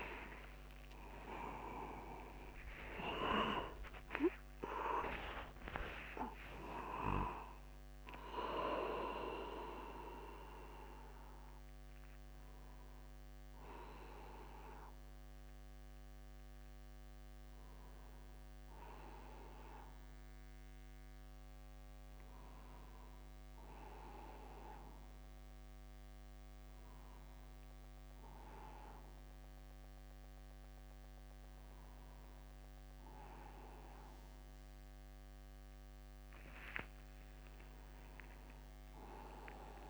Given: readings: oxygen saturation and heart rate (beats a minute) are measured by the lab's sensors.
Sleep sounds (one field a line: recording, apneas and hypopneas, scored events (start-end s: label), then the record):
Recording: a person awake in a sleep study, by a microphone on the trachea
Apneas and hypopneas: none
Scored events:
0.50-2.50 s: long interval between heartbeats (device-marked, heart rate 53 before, 68 extreme)
3.50-5.50 s: long interval between heartbeats (device-marked, heart rate 57 before, 118 extreme)
7.00-9.00 s: long interval between heartbeats (device-marked, heart rate 68 before, 115 extreme)
11.50-39.90 s: new sleep stage, awake
36.50-38.50 s: long interval between heartbeats (device-marked, heart rate 51 before, 57 extreme)
From the record:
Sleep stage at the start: N2 (light sleep)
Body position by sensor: upright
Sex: male